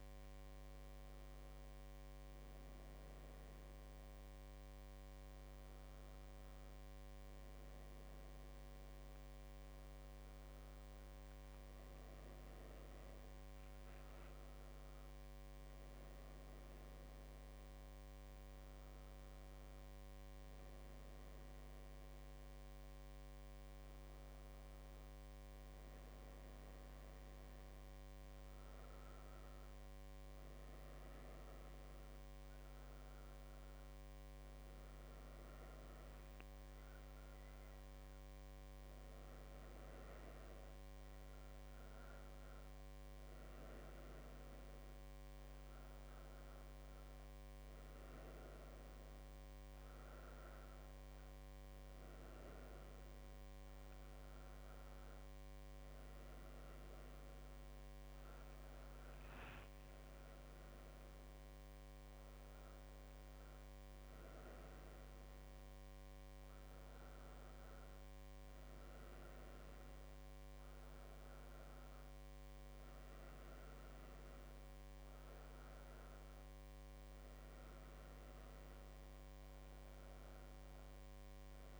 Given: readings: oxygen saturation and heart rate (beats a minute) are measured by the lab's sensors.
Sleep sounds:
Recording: a person awake in a sleep study, hard to hear, by a microphone on the trachea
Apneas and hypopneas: none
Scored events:
none scored
From the record:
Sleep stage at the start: awake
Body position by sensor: on the back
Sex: female

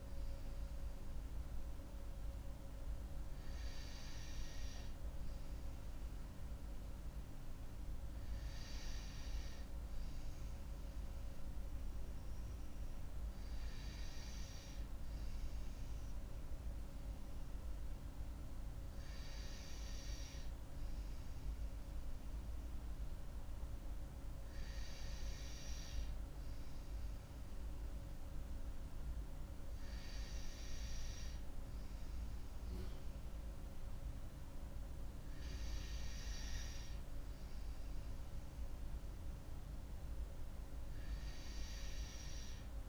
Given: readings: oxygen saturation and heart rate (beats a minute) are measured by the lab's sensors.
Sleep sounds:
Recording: breathing in sleep, hard to hear, by a room microphone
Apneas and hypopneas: none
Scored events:
none scored
From the record:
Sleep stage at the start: N2 (light sleep)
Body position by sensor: on the right side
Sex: female

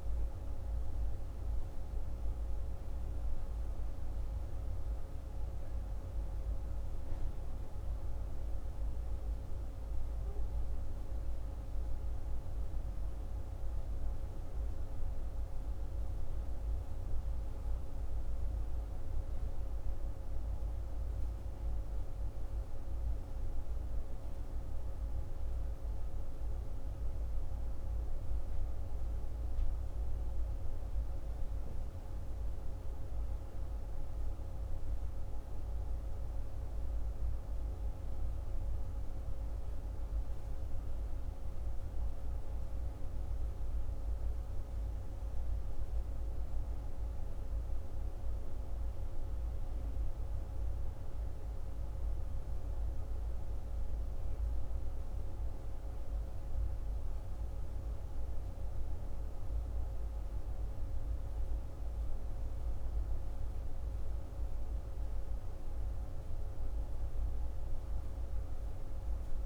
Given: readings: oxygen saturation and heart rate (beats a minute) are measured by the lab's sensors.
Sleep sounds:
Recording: breathing in sleep, hard to hear, by a room microphone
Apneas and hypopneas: none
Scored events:
none scored
From the record:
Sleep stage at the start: N1 (lightest sleep)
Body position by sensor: on the left side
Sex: male

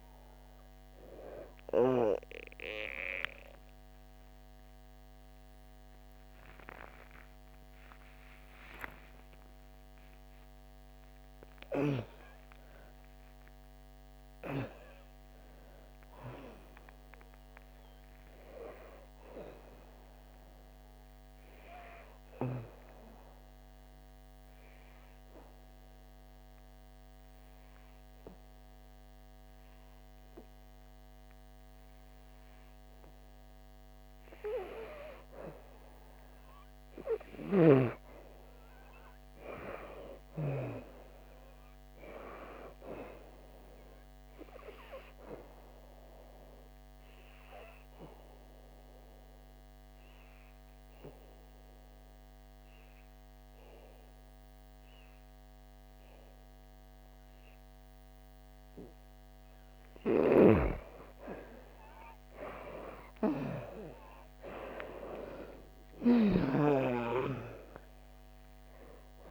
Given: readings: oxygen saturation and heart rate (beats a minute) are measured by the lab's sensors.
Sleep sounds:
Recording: breathing in sleep by a microphone on the trachea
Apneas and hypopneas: 2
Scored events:
0.00-13.00 s: oxygen desaturation (device-marked, oxygen 86% lowest, heart rate 63 extreme)
9.50-14.50 s: arousal
15.00-26.00 s: oxygen desaturation (device-marked, oxygen 88% before, 85% lowest, heart rate 73 before, 63 extreme)
24.50-35.50 s: obstructive apnea (oxygen 89% before, 85% lowest, heart rate 71 before, 61 extreme, up 7 after)
40.00-44.50 s: arousal
42.00-61.00 s: oxygen desaturation (device-marked, oxygen 99% before, 88% lowest, heart rate 66 before, 57 extreme)
47.00-60.00 s: obstructive apnea (oxygen 99% before, 82% lowest, heart rate 67 before, 57 extreme, up 9 after)
62.00-65.00 s: arousal
63.00-69.31 s: oxygen desaturation (device-marked, oxygen 97% before, 85% lowest, heart rate 66 before, 56 extreme)
From the record:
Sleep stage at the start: N2 (light sleep)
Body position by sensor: on the back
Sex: female

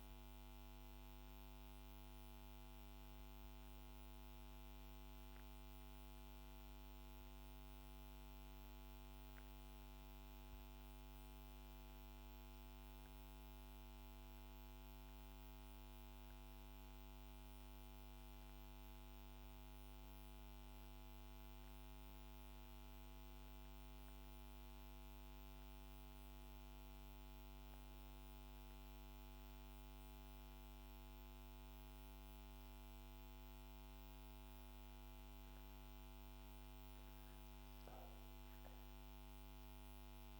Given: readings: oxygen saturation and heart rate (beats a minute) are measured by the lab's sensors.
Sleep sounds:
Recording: breathing in sleep, hard to hear, by a microphone on the trachea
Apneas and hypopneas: none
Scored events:
27.50-40.40 s: new sleep stage, N2 (light sleep)
From the record:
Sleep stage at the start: N1 (lightest sleep)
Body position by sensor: on the back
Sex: female

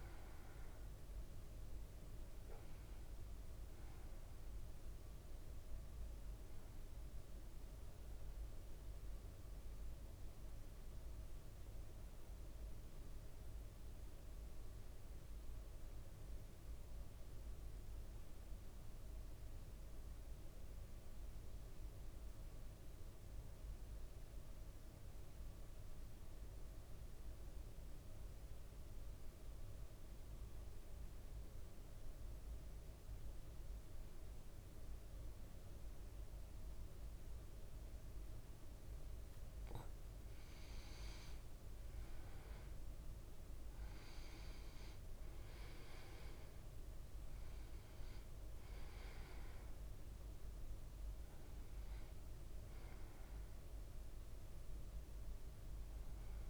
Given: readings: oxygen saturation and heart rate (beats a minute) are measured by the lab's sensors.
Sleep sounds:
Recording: breathing in sleep, hard to hear, by a room microphone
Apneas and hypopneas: 1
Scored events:
0.00-24.50 s: oxygen desaturation (device-marked, oxygen 92% lowest, heart rate 52 extreme)
13.00-38.50 s: mixed apnea (oxygen 99% before, 91% lowest, heart rate 56 before, 52 extreme, up 4 after)
40.50-44.50 s: arousal
42.50-56.50 s: oxygen desaturation (device-marked, oxygen 99% before, 91% lowest, heart rate 55 before, 52 extreme)
From the record:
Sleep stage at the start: REM sleep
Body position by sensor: on the back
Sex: male

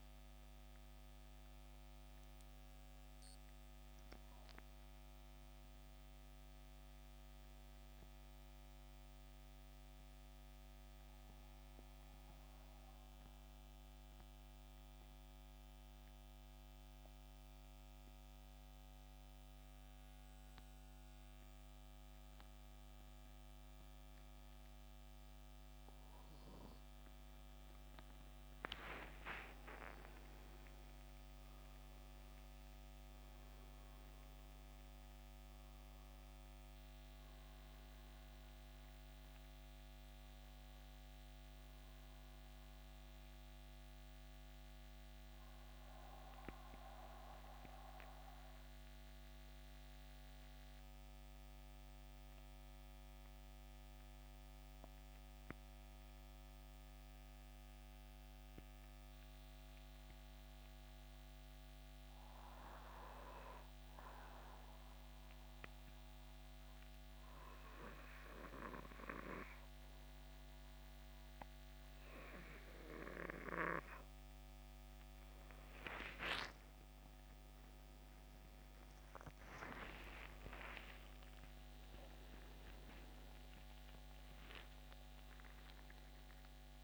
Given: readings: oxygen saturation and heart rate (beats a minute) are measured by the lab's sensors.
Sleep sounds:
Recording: breathing in sleep by a microphone on the trachea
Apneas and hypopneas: 2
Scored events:
0.00-6.00 s: oxygen desaturation (device-marked, oxygen 87% lowest, heart rate 65 extreme)
11.00-26.00 s: mixed apnea (oxygen 96% before, 88% lowest, heart rate 74 before, 65 extreme, up 13 after)
19.00-86.84 s: new sleep stage, N2 (light sleep)
26.00-60.00 s: oxygen desaturation (device-marked, oxygen 96% before, 88% lowest, heart rate 68 before, 64 extreme)
29.00-33.50 s: arousal
45.50-73.00 s: mixed apnea (oxygen 96% before, 87% lowest, heart rate 75 before, 64 extreme, up 24 after)
75.00-79.00 s: arousal
77.00-86.84 s: oxygen desaturation (device-marked, oxygen 94% before, 88% lowest, heart rate 67 before, 62 extreme)
From the record:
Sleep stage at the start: N1 (lightest sleep)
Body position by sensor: on the back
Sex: male

